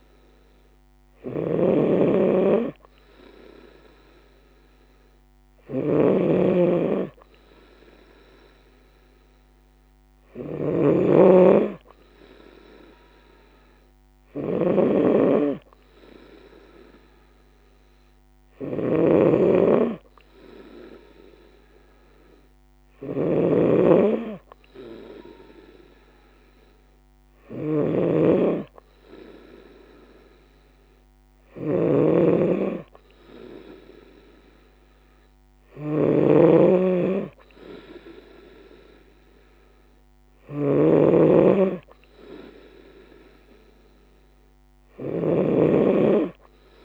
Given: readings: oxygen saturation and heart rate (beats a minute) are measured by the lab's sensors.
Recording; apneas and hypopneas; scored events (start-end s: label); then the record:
breathing in sleep by a microphone on the trachea; none
0.00-46.85 s: snoring (device-marked)
From the record:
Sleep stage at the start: N3 (deep sleep); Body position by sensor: on the right side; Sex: female